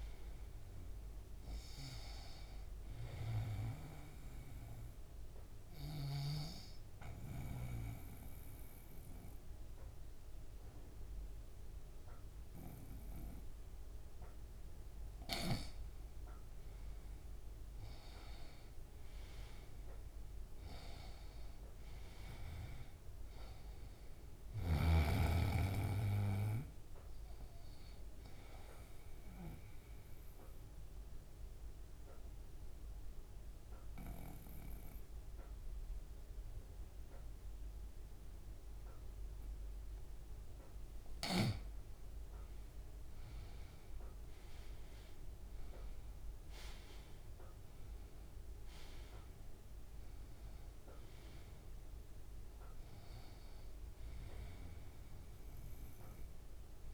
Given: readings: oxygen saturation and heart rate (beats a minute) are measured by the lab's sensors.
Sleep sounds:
breathing in sleep by a room microphone; 2
0.00-1.00 s: arousal
3.50-15.50 s: oxygen desaturation (device-marked, oxygen 93% before, 90% lowest, heart rate 134 before, 96 extreme)
4.00-16.00 s: obstructive apnea (oxygen 95% before, 87% lowest, heart rate 134 before, 96 extreme, up 30 after)
18.00-21.50 s: arousal
23.50-41.50 s: oxygen desaturation (device-marked, oxygen 95% before, 88% lowest, heart rate 162 before, 38 extreme)
28.50-40.50 s: obstructive apnea (oxygen 95% before, 87% lowest, heart rate 156 before, 38 extreme)
39.50-42.50 s: bradycardia (device-marked, heart rate 128 before, 62 extreme)
43.50-48.00 s: arousal
49.50-56.93 s: oxygen desaturation (device-marked, oxygen 96% before, 87% lowest, heart rate 106 before, 47 extreme)
From the record:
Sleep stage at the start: N2 (light sleep); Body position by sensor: on the right side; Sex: male

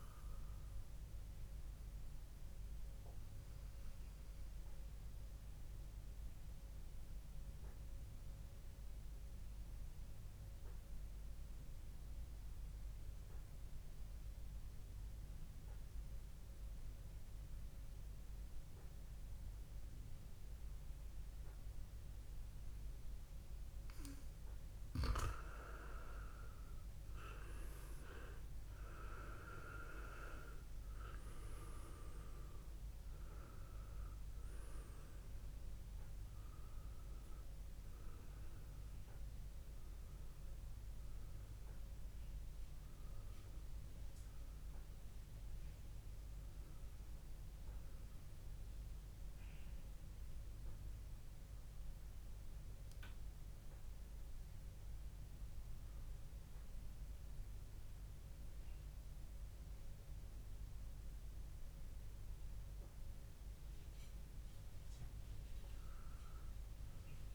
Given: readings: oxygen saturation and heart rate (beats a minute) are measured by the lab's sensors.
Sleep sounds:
breathing in sleep by a room microphone; 2
3.00-24.50 s: mixed apnea (oxygen 99% before, 93% lowest, heart rate 64 before, 59 extreme, up 6 after)
23.50-42.50 s: oxygen desaturation (device-marked, oxygen 97% before, 93% lowest, heart rate 66 before, 58 extreme)
27.00-31.50 s: arousal
48.00-63.00 s: hypopnea (oxygen 97% before, 93% lowest, heart rate 66 before, 61 extreme, up 4 after)
65.50-67.35 s: arousal
From the record:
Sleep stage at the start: N2 (light sleep); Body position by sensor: on the back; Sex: male

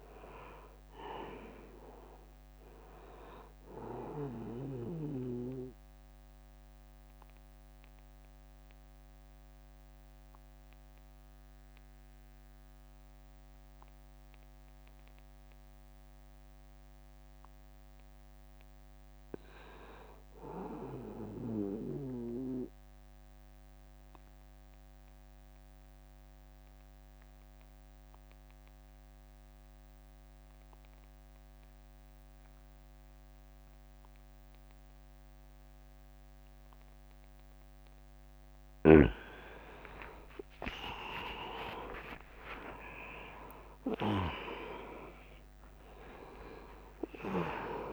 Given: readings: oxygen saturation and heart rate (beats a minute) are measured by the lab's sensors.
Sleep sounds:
breathing in sleep by a microphone on the trachea; 2
0.00-11.50 s: drop in pulse transit time (device-marked, heart rate 66 extreme)
0.00-25.50 s: oxygen desaturation (device-marked, oxygen 93% lowest, heart rate 66 extreme)
5.00-17.00 s: obstructive apnea (oxygen 100% before, 89% lowest, heart rate 78 before, 73 extreme, up 17 after)
18.50-21.00 s: arousal
23.50-38.50 s: obstructive apnea (oxygen 98% before, 89% lowest, heart rate 75 before, 72 extreme, up 11 after)
38.00-40.00 s: long interval between heartbeats (device-marked, heart rate 82 before, 88 extreme)
39.50-47.93 s: drop in pulse transit time (device-marked, heart rate 83 before, 76 extreme)
39.50-47.93 s: oxygen desaturation (device-marked, oxygen 99% before, 89% lowest, heart rate 83 before, 68 extreme)
40.00-45.00 s: arousal
From the record:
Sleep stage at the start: N2 (light sleep); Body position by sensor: on the back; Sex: male

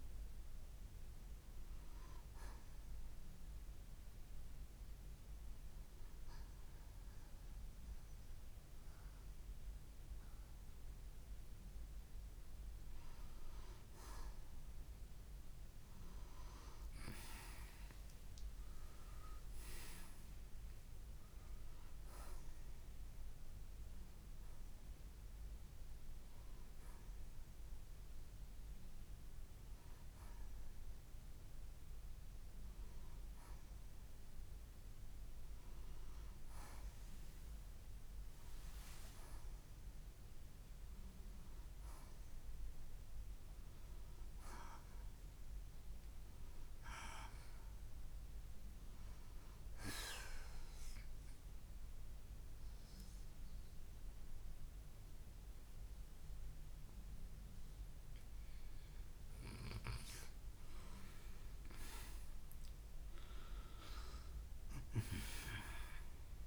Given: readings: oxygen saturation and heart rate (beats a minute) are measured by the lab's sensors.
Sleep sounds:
breathing in sleep by a room microphone; 2
0.00-16.00 s: oxygen desaturation (device-marked, oxygen 91% before, 83% lowest, heart rate 69 before, 54 extreme)
3.00-13.50 s: hypopnea (oxygen 91% before, 83% lowest, heart rate 68 before, 54 extreme, up 16 after)
15.50-20.00 s: arousal
49.00-66.47 s: new sleep stage, N2 (light sleep)
50.00-60.50 s: obstructive apnea (oxygen 94% before, 84% lowest, heart rate 70 before, 59 extreme, up 39 after)
62.00-66.47 s: arousal
From the record:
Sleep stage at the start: N1 (lightest sleep); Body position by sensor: on the right side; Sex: male

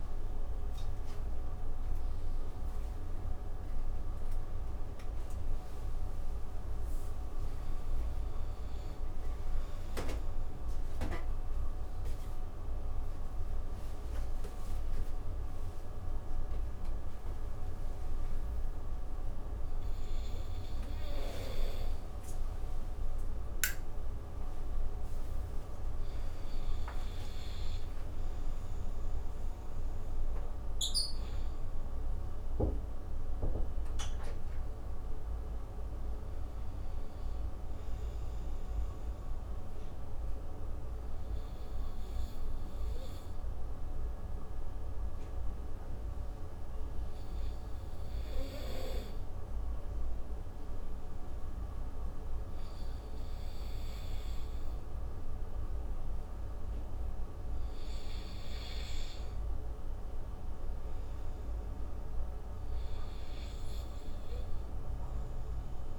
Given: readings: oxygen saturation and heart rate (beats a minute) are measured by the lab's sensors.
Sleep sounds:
breathing in sleep, hard to hear, by a room microphone; 2
0.00-15.50 s: oxygen desaturation (device-marked, oxygen 90% lowest)
2.50-6.00 s: arousal
16.00-27.50 s: obstructive apnea (oxygen 94% before, 91% lowest)
17.50-65.99 s: new sleep stage, N2 (light sleep)
29.50-34.00 s: arousal
32.50-39.50 s: oxygen desaturation (device-marked, oxygen 96% before, 93% lowest)
39.00-50.00 s: obstructive apnea (oxygen 96% before, 86% lowest)
55.50-59.50 s: arousal
57.50-65.99 s: oxygen desaturation (device-marked, oxygen 96% before, 93% lowest)
From the record:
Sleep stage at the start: N3 (deep sleep); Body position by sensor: on the right side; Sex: male

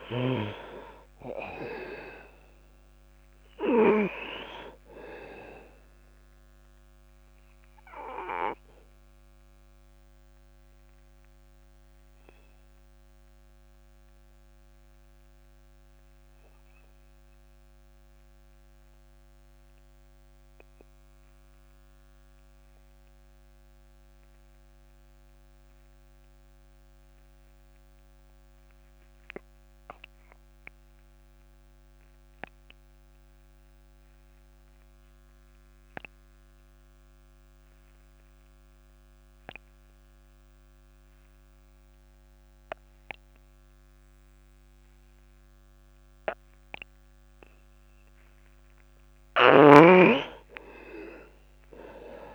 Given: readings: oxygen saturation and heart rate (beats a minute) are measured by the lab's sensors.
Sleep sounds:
breathing in sleep by a microphone on the trachea; 1
0.00-24.50 s: oxygen desaturation (device-marked, oxygen 89% lowest)
6.00-48.00 s: obstructive apnea (oxygen 99% before, 83% lowest)
43.50-52.35 s: oxygen desaturation (device-marked, oxygen 98% before, 83% lowest)
From the record:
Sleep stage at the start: N2 (light sleep); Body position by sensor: on the back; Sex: male

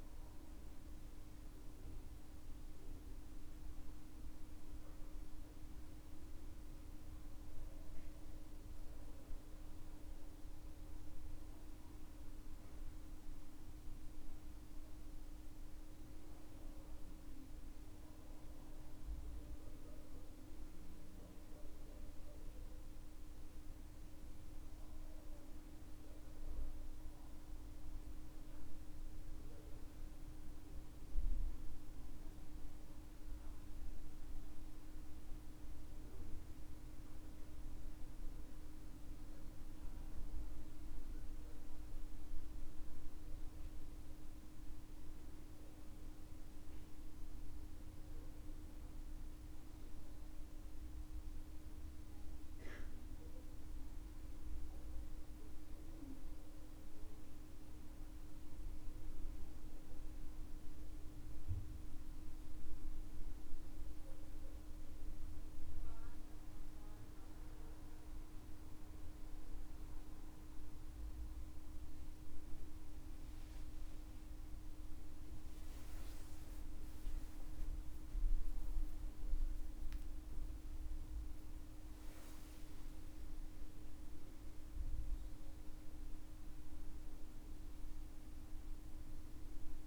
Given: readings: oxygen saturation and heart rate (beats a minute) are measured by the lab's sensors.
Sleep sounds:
breathing in sleep, hard to hear, by a room microphone; none
79.50-89.87 s: new sleep stage, N1 (lightest sleep)
From the record:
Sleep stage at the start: N2 (light sleep); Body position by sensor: on the back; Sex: male

